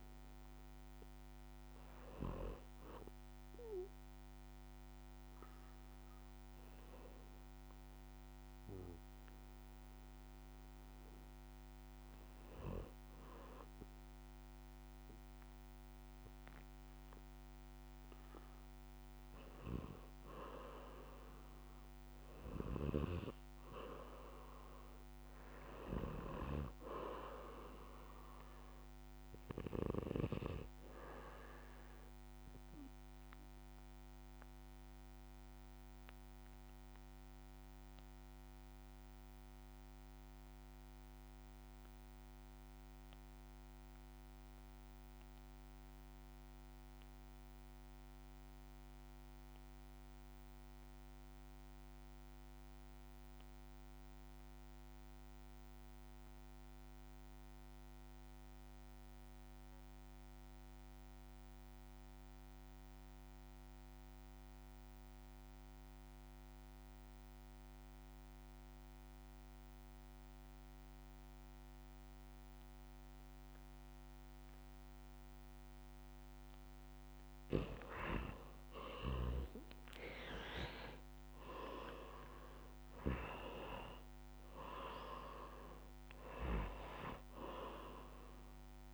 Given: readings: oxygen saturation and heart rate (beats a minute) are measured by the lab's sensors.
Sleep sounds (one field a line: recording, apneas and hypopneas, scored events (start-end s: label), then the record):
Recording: breathing in sleep by a microphone on the trachea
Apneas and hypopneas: 2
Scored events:
0.00-2.50 s: arousal
5.50-19.00 s: hypopnea (oxygen 99% before, 85% lowest, heart rate 73 before, 59 extreme, up 4 after)
21.50-24.50 s: arousal
32.50-77.00 s: obstructive apnea (oxygen 98% before, 78% lowest, heart rate 65 before, 56 extreme, up 22 after)
64.50-88.94 s: oxygen desaturation (device-marked, oxygen 95% before, 78% lowest, heart rate 57 before, 58 extreme)
79.00-82.50 s: arousal
From the record:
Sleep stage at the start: REM sleep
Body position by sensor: on the back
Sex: male